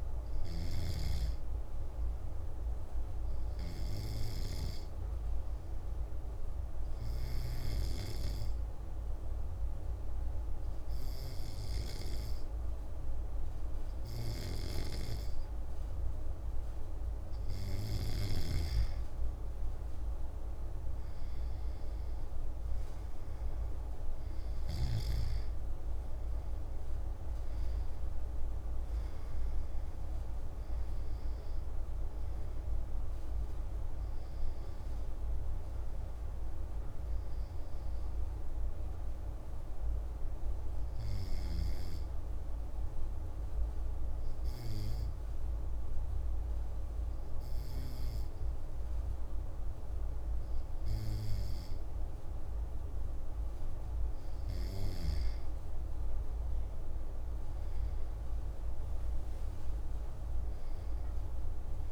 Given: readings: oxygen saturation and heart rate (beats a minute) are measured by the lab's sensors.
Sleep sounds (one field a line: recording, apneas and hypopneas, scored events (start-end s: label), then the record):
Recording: breathing in sleep, hard to hear, by a room microphone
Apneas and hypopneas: 2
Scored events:
5.00-17.50 s: obstructive apnea (oxygen 97% before, 94% lowest)
19.00-23.00 s: arousal
41.00-52.50 s: obstructive apnea (oxygen 96% before, 94% lowest, heart rate 109 before, 116 extreme, up 41 after)
57.00-61.00 s: arousal
From the record:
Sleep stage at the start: N2 (light sleep)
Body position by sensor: on the back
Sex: male